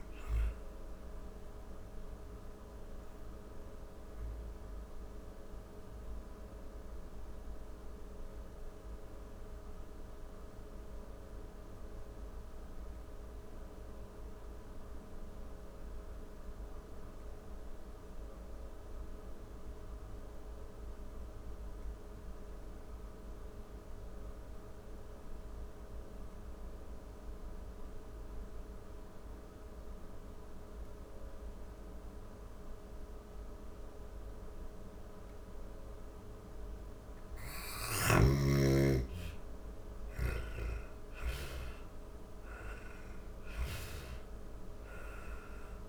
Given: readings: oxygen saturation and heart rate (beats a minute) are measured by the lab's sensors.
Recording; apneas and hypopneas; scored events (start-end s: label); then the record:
breathing in sleep, hard to hear, by a room microphone; 1
0.00-21.50 s: oxygen desaturation (device-marked, oxygen 87% lowest, heart rate 38 extreme)
3.00-34.50 s: obstructive apnea (oxygen 98% before, 84% lowest, heart rate 65 before, 38 extreme, up 40 after)
35.50-45.88 s: oxygen desaturation (device-marked, oxygen 98% before, 84% lowest, heart rate 49 before, 40 extreme)
36.00-40.00 s: snoring (device-marked)
37.50-41.50 s: arousal
From the record:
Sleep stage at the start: N2 (light sleep); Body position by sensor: on the back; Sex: female